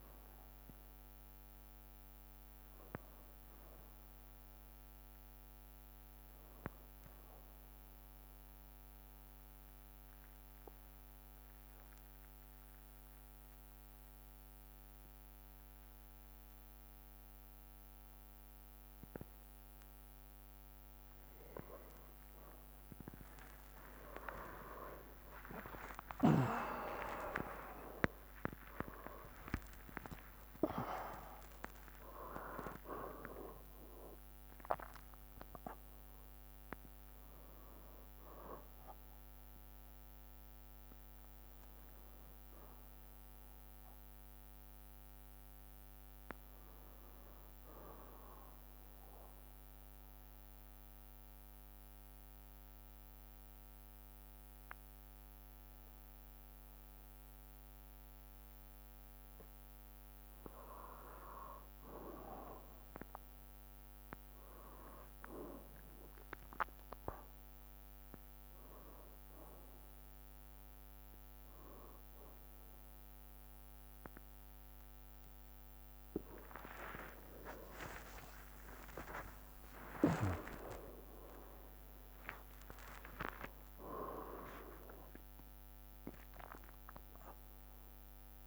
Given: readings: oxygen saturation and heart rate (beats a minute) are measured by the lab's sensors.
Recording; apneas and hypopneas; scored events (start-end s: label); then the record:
breathing in sleep by a microphone on the trachea; 2
7.50-20.50 s: obstructive apnea (oxygen 97% before, 94% lowest, heart rate 65 before, 59 extreme)
12.00-16.00 s: bradycardia (device-marked, heart rate 66 before, 59 extreme)
22.00-33.00 s: tachycardia (device-marked, heart rate 66 before, 189 extreme)
24.00-26.00 s: long interval between heartbeats (device-marked, heart rate 62 before, 92 extreme)
24.00-30.00 s: arousal
28.00-30.00 s: long interval between heartbeats (device-marked, heart rate 72 before, 159 extreme)
28.00-42.00 s: drop in pulse transit time (device-marked, heart rate 72 before, 67 extreme)
29.00-34.00 s: oxygen desaturation (device-marked, oxygen 98% before, 94% lowest, heart rate 77 before, 59 extreme)
30.00-32.00 s: long interval between heartbeats (device-marked, heart rate 82 before, 188 extreme)
48.00-60.50 s: mixed apnea (oxygen 98% before, 95% lowest, heart rate 106 before, 59 extreme, up 5 after)
52.00-57.00 s: bradycardia (device-marked, heart rate 68 before, 59 extreme)
63.00-73.00 s: drop in pulse transit time (device-marked, heart rate 61 before, 62 extreme)
77.00-81.50 s: arousal
77.50-79.50 s: long interval between heartbeats (device-marked, heart rate 61 before, 70 extreme)
83.00-85.00 s: long interval between heartbeats (device-marked, heart rate 66 before, 73 extreme)
85.00-88.47 s: new sleep stage, N1 (lightest sleep)
From the record:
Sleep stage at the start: N2 (light sleep); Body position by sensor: on the back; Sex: male